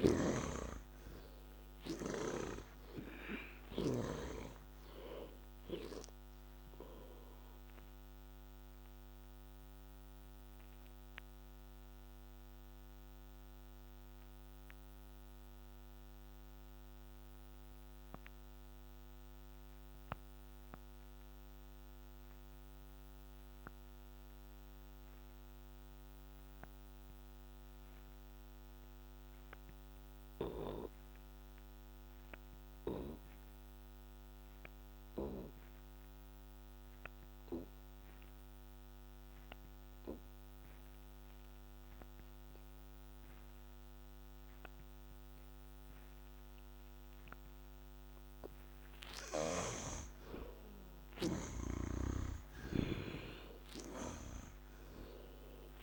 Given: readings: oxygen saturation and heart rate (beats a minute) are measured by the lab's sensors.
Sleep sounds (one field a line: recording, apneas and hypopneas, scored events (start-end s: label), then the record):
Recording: breathing in sleep by a microphone on the trachea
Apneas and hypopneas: 1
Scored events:
0.00-25.00 s: oxygen desaturation (device-marked, oxygen 57% lowest, heart rate 62 extreme)
6.50-47.50 s: obstructive apnea (oxygen 89% before, 57% lowest, heart rate 77 before, 62 extreme, up 12 after)
40.00-55.83 s: oxygen desaturation (device-marked, oxygen 90% before, 57% lowest, heart rate 65 before, 61 extreme)
50.50-54.00 s: arousal
From the record:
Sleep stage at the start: N2 (light sleep)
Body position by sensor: on the back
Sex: male